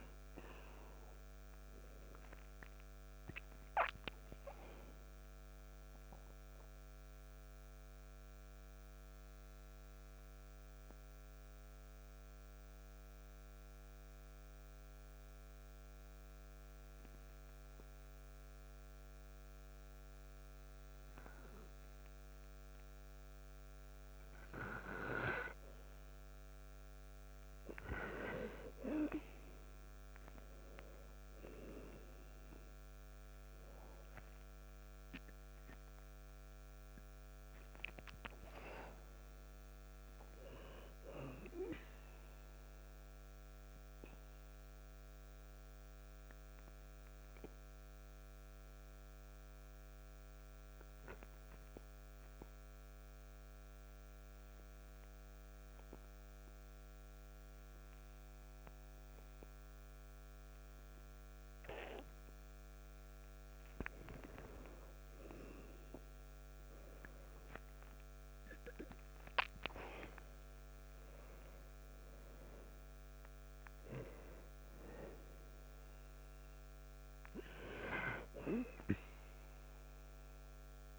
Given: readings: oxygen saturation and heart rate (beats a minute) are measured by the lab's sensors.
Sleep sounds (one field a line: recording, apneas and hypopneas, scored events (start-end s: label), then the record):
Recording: breathing in sleep by a microphone on the trachea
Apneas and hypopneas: 2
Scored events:
6.00-22.50 s: obstructive apnea (oxygen 95% before, 92% lowest, heart rate 59 before, 58 extreme, up 1 after)
29.50-33.50 s: arousal
39.50-54.50 s: oxygen desaturation (device-marked, oxygen 98% before, 92% lowest, heart rate 60 before, 55 extreme)
43.50-62.50 s: obstructive apnea (oxygen 98% before, 89% lowest, heart rate 61 before, 55 extreme, up 0 after)
64.50-69.00 s: arousal
72.50-80.99 s: oxygen desaturation (device-marked, oxygen 98% before, 89% lowest, heart rate 58 before, 58 extreme)
From the record:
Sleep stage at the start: N2 (light sleep)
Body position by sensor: on the back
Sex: male